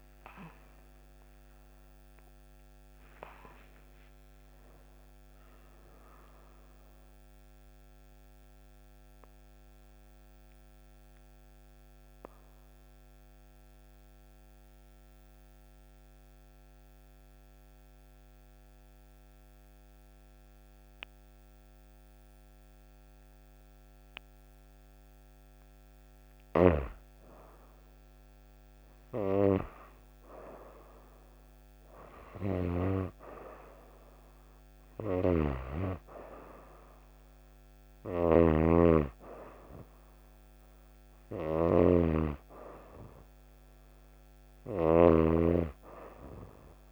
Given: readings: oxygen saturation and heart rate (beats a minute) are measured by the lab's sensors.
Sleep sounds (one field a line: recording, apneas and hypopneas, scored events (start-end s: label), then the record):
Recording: breathing in sleep by a microphone on the trachea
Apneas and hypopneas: 1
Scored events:
6.50-27.00 s: obstructive apnea (oxygen 98% before, 93% lowest)
28.00-31.50 s: arousal
33.50-46.92 s: oxygen desaturation (device-marked, oxygen 99% before, 93% lowest)
35.00-46.92 s: snoring (device-marked)
From the record:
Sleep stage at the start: N2 (light sleep)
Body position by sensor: on the right side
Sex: female